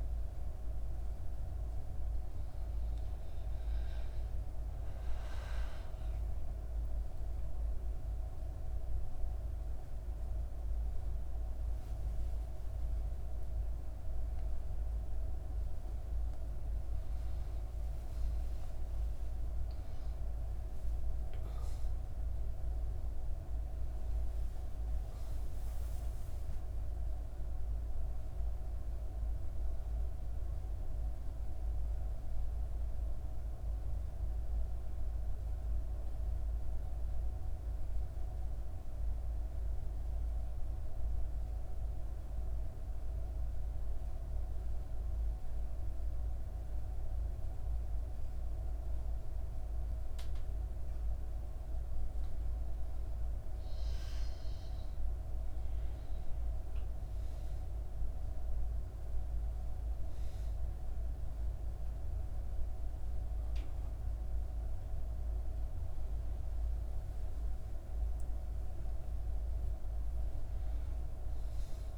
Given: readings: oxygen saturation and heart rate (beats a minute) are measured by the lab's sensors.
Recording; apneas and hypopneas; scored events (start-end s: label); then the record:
breathing in sleep, hard to hear, by a room microphone; 1
0.00-21.50 s: oxygen desaturation (device-marked, oxygen 88% lowest, heart rate 59 extreme)
22.00-26.50 s: arousal
29.50-52.00 s: mixed apnea (oxygen 99% before, 92% lowest, heart rate 65 before, 59 extreme, up 5 after)
50.50-71.97 s: oxygen desaturation (device-marked, oxygen 99% before, 94% lowest, heart rate 62 before, 60 extreme)
53.50-57.50 s: arousal
From the record:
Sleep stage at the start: N2 (light sleep); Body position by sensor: on the back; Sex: female